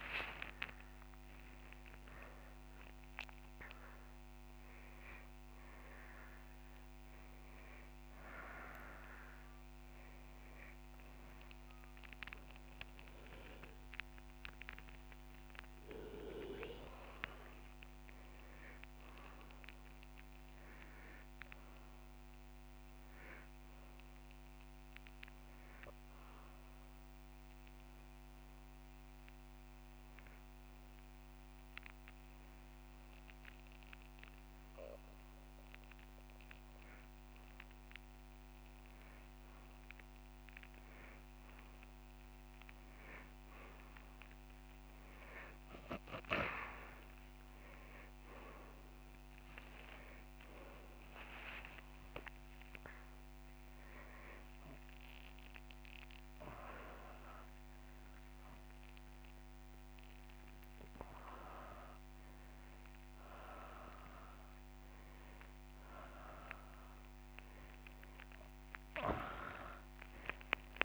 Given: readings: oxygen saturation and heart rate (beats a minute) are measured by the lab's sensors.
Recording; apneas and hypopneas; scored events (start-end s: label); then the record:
a person partly awake in a sleep study, by a microphone on the trachea; 1
0.00-2.00 s: long interval between heartbeats (device-marked)
0.00-6.00 s: oxygen desaturation (device-marked, oxygen 94% lowest)
13.50-18.50 s: arousal
22.00-43.00 s: oxygen desaturation (device-marked, oxygen 97% before, 93% lowest)
25.50-38.00 s: hypopnea (oxygen 97% before, 93% lowest)
29.00-31.00 s: long interval between heartbeats (device-marked)
42.00-70.85 s: new sleep stage, awake
48.50-50.50 s: long interval between heartbeats (device-marked)
66.00-68.00 s: long interval between heartbeats (device-marked)
From the record:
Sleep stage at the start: N2 (light sleep); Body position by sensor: on the back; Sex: male